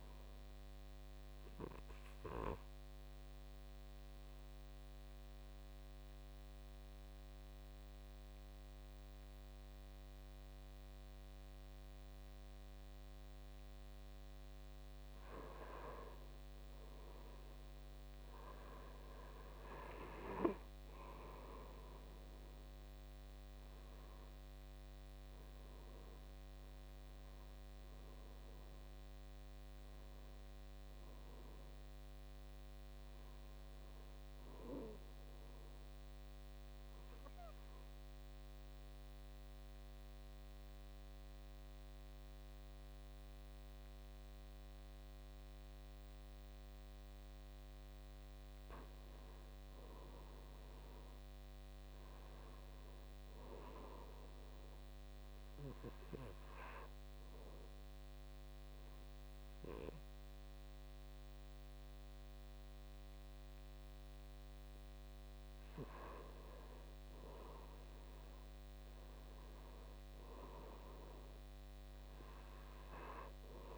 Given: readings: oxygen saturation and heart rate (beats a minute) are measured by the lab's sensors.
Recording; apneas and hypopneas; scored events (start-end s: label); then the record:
breathing in sleep by a microphone on the trachea; 2
3.00-15.50 s: obstructive apnea (oxygen 97% before, 90% lowest, heart rate 58 before, 58 extreme, up 9 after)
4.50-16.50 s: oxygen desaturation (device-marked, oxygen 97% before, 93% lowest, heart rate 59 before, 58 extreme)
17.50-21.00 s: arousal
24.50-43.50 s: oxygen desaturation (device-marked, oxygen 95% before, 90% lowest, heart rate 62 before, 58 extreme)
35.00-49.00 s: obstructive apnea (oxygen 96% before, 89% lowest, heart rate 65 before, 58 extreme, up 5 after)
51.00-54.50 s: arousal
61.50-72.50 s: oxygen desaturation (device-marked, oxygen 98% before, 93% lowest, heart rate 61 before, 58 extreme)
From the record:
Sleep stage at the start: N2 (light sleep); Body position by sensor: on the back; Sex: male